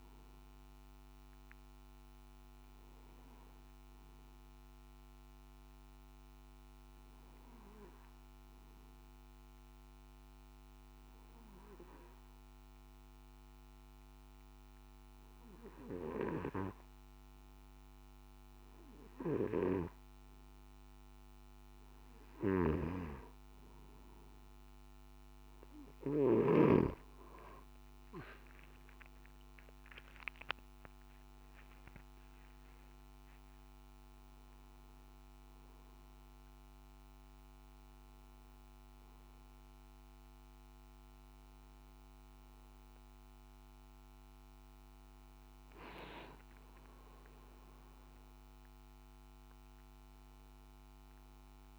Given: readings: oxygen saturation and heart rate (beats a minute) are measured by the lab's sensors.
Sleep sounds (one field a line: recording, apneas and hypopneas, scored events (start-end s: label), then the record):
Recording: breathing in sleep by a microphone on the trachea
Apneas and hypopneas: 1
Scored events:
8.00-19.00 s: obstructive apnea (oxygen 97% before, 93% lowest, heart rate 58 before, 58 extreme, up 2 after)
22.50-26.50 s: snoring (device-marked)
29.00-34.00 s: arousal
From the record:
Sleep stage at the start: N2 (light sleep)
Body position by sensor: on the back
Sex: male